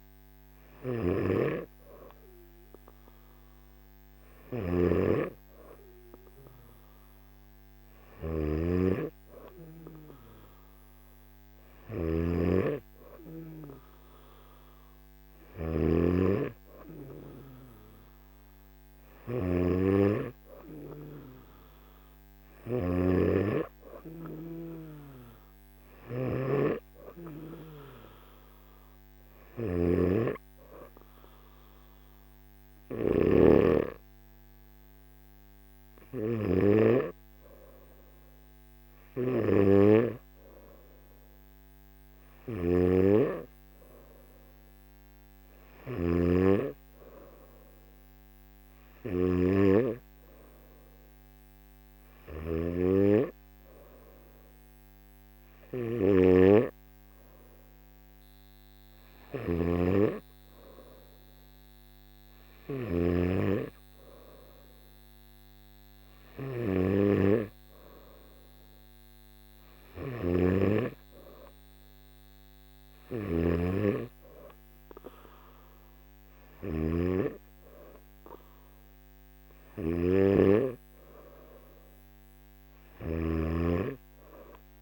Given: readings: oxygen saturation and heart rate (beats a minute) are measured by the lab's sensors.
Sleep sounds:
breathing in sleep by a microphone on the trachea; none
0.00-15.50 s: snoring (device-marked)
22.50-46.00 s: snoring (device-marked)
52.00-84.82 s: snoring (device-marked)
From the record:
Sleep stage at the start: N3 (deep sleep); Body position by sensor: on the back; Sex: male

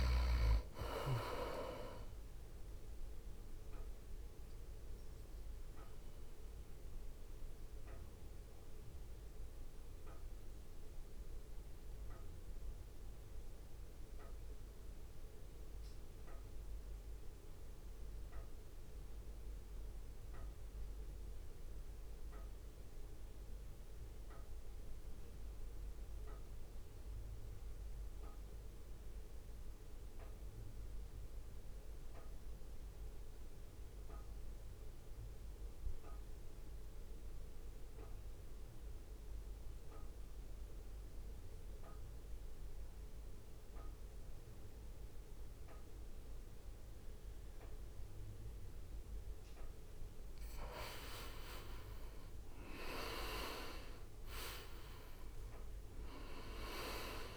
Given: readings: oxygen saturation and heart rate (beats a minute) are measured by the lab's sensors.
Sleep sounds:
breathing in sleep by a room microphone; 1
0.00-7.50 s: oxygen desaturation (device-marked, oxygen 88% lowest, heart rate 52 extreme)
0.00-9.50 s: drop in pulse transit time (device-marked, heart rate 52 extreme)
4.00-49.50 s: mixed apnea (oxygen 99% before, 84% lowest, heart rate 60 before, 52 extreme, up 11 after)
13.50-25.50 s: oxygen desaturation (device-marked, oxygen 91% before, 87% lowest, heart rate 57 before, 52 extreme)
38.50-57.37 s: oxygen desaturation (device-marked, oxygen 99% before, 89% lowest, heart rate 63 before, 52 extreme)
40.50-47.50 s: drop in pulse transit time (device-marked, heart rate 63 before, 52 extreme)
52.00-56.00 s: arousal
52.50-57.37 s: drop in pulse transit time (device-marked, heart rate 58 before, 53 extreme)
From the record:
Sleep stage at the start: N2 (light sleep); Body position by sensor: on the right side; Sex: male

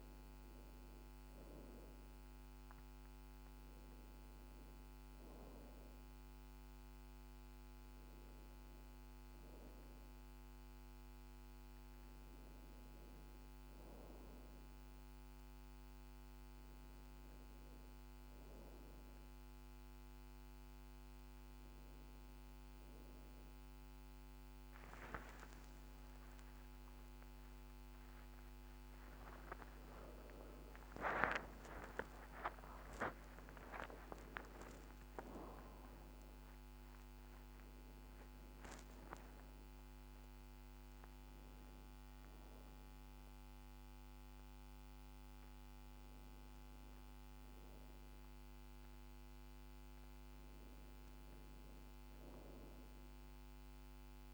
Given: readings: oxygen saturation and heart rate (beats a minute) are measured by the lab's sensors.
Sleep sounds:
a person partly awake in a sleep study, by a microphone on the trachea; none
37.00-54.34 s: new sleep stage, awake
From the record:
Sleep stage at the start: N1 (lightest sleep); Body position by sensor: on the back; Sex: female

